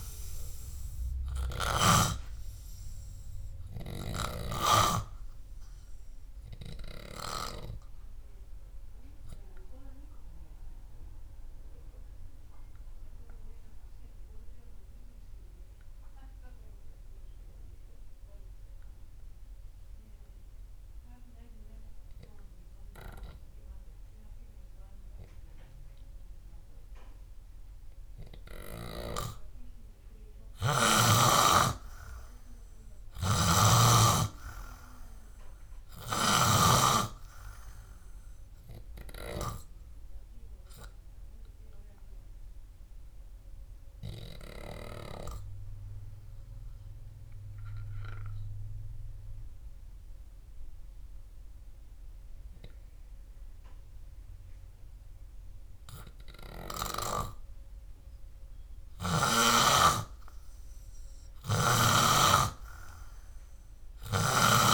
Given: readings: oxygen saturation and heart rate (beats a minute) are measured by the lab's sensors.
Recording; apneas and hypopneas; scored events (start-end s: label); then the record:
breathing in sleep by a room microphone; 2
0.00-5.50 s: snoring (device-marked)
0.00-14.00 s: oxygen desaturation (device-marked, oxygen 93% lowest, heart rate 58 extreme)
10.50-23.50 s: obstructive apnea (oxygen 98% before, 92% lowest, heart rate 65 before, 58 extreme, up 0 after)
26.50-29.50 s: arousal
27.00-45.00 s: oxygen desaturation (device-marked, oxygen 97% before, 92% lowest, heart rate 65 before, 59 extreme)
36.50-45.50 s: snoring (device-marked)
48.50-59.50 s: hypopnea (oxygen 97% before, 93% lowest, heart rate 64 before, 59 extreme, up 6 after)
From the record:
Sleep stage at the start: N3 (deep sleep); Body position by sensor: on the back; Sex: male